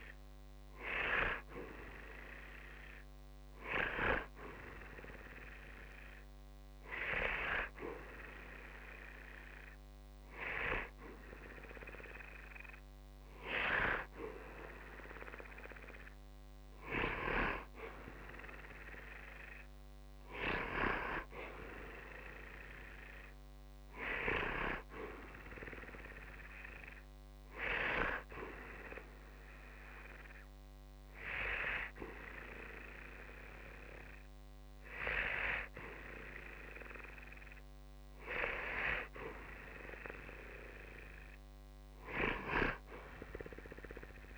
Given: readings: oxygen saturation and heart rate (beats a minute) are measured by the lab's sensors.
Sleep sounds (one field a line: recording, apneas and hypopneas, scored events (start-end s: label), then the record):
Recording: breathing in sleep by a microphone on the trachea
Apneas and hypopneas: 1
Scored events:
21.50-25.00 s: arousal
27.50-38.50 s: hypopnea (oxygen 94% before, 91% lowest, heart rate 60 before, 60 extreme, up 0 after)
43.00-44.38 s: arousal
From the record:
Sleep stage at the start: N2 (light sleep)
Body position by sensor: on the back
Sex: male